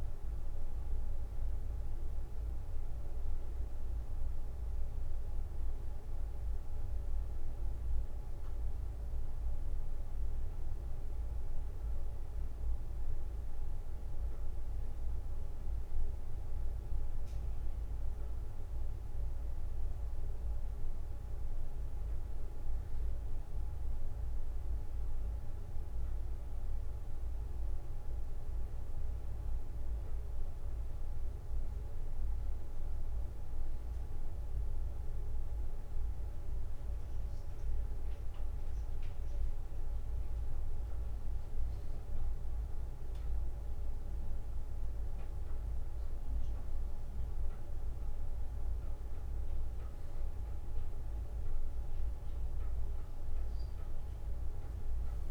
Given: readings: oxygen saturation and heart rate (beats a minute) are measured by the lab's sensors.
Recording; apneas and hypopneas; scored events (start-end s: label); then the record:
a person awake in a sleep study, hard to hear, by a room microphone; none
none scored
From the record:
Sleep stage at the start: awake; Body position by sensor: on the back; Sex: male